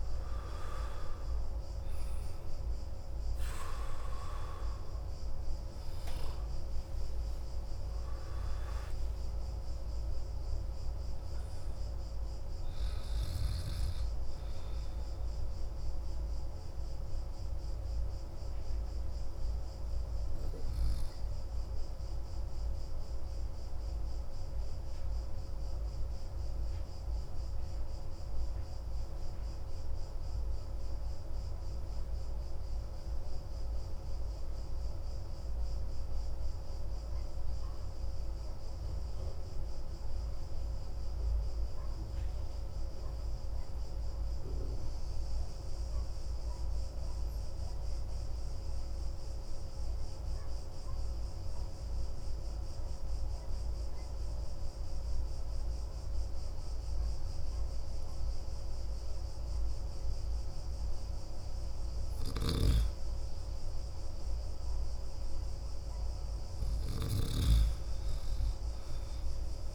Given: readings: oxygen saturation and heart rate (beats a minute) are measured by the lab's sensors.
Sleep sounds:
breathing in sleep, hard to hear, by a room microphone; 1
0.00-36.00 s: oxygen desaturation (device-marked, oxygen 82% lowest)
24.00-60.50 s: obstructive apnea (oxygen 91% before, 82% lowest)
63.00-67.50 s: arousal
From the record:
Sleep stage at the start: N2 (light sleep); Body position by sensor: on the back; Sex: male

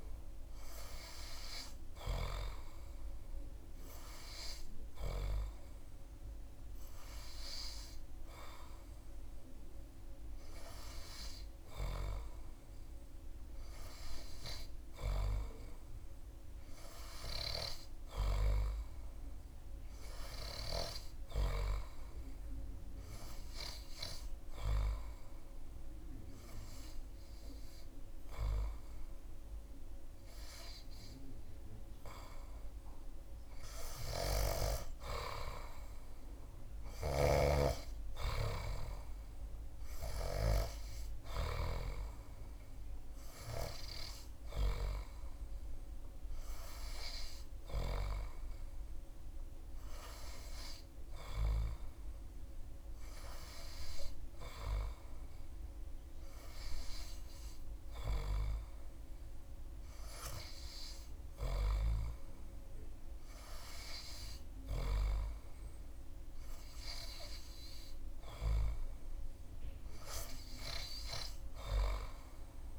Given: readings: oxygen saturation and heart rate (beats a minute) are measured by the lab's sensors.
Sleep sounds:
breathing in sleep by a room microphone; 1
0.00-6.50 s: oxygen desaturation (device-marked, oxygen 94% lowest)
21.00-33.50 s: hypopnea (oxygen 99% before, 95% lowest)
36.50-40.00 s: arousal
From the record:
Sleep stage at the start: N3 (deep sleep); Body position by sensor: on the back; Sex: male

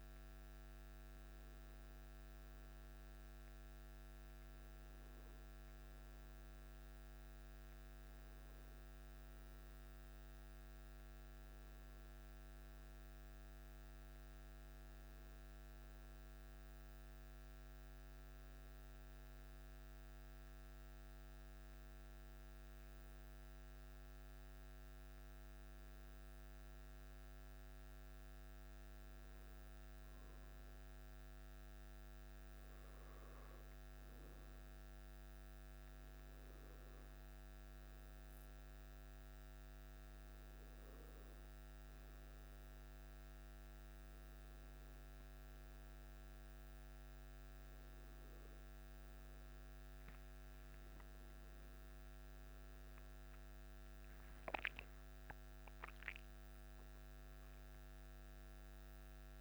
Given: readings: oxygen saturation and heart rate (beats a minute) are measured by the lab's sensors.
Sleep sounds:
breathing in sleep, hard to hear, by a microphone on the trachea; 1
16.50-32.50 s: hypopnea (oxygen 98% before, 95% lowest, heart rate 56 before, 52 extreme, up 4 after)
36.00-40.50 s: arousal
From the record:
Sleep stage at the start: N1 (lightest sleep); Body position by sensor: on the back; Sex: male

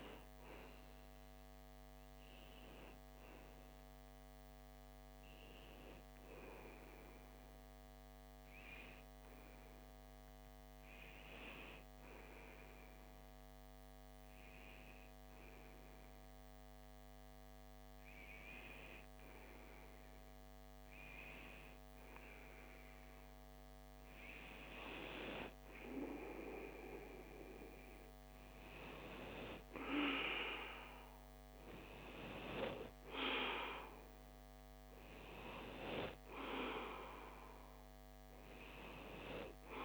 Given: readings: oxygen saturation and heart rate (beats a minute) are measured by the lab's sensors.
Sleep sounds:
breathing in sleep by a microphone on the trachea; 1
12.00-23.50 s: hypopnea (oxygen 94% before, 93% lowest)
27.50-32.00 s: arousal
34.00-39.85 s: oxygen desaturation (device-marked, oxygen 97% before, 93% lowest)
From the record:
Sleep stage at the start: N2 (light sleep); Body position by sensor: on the left side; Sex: male

